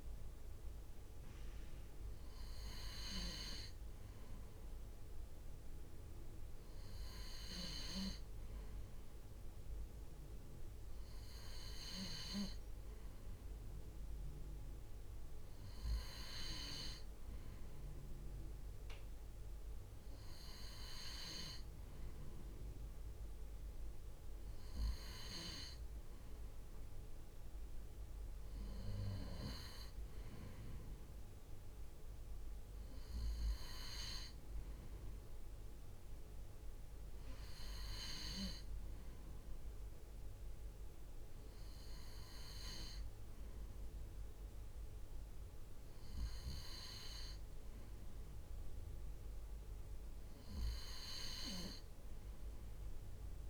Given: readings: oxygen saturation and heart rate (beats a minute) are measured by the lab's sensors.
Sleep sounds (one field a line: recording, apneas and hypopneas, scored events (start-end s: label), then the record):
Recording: breathing in sleep by a room microphone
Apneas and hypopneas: none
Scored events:
35.50-53.50 s: new sleep stage, N2 (light sleep)
From the record:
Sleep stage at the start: N3 (deep sleep)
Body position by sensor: on the right side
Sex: male